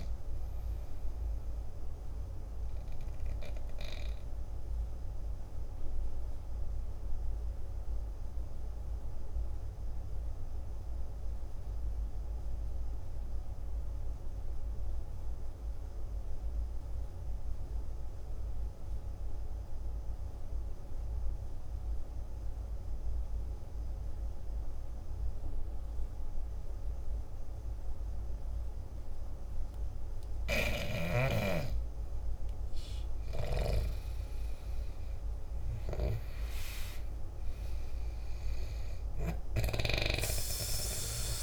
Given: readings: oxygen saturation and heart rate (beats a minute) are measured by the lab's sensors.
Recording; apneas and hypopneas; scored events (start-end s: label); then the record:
breathing in sleep by a room microphone; 1
0.00-11.00 s: oxygen desaturation (device-marked, oxygen 88% lowest, heart rate 48 extreme)
5.50-30.00 s: obstructive apnea (oxygen 98% before, 86% lowest, heart rate 55 before, 48 extreme, up 9 after)
29.00-41.43 s: oxygen desaturation (device-marked, oxygen 99% before, 86% lowest, heart rate 49 before, 48 extreme)
32.00-36.00 s: arousal
From the record:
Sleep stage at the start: N2 (light sleep); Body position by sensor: on the back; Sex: male